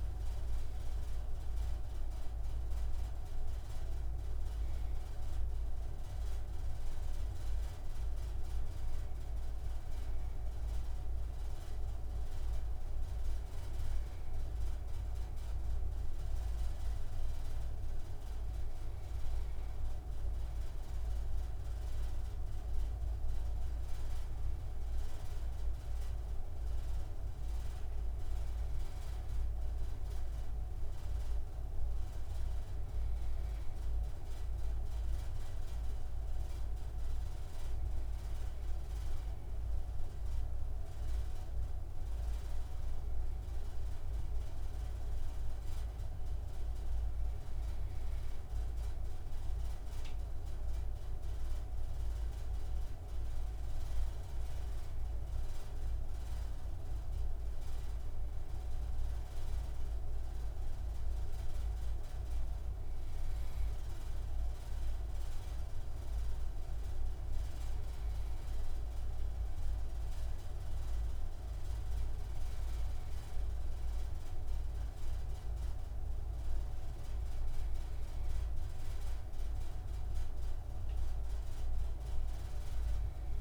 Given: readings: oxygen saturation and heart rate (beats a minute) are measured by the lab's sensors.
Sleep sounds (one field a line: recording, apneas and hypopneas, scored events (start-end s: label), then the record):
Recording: breathing in sleep, hard to hear, by a room microphone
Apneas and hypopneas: none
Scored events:
none scored
From the record:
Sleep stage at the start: N2 (light sleep)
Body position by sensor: on the right side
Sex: male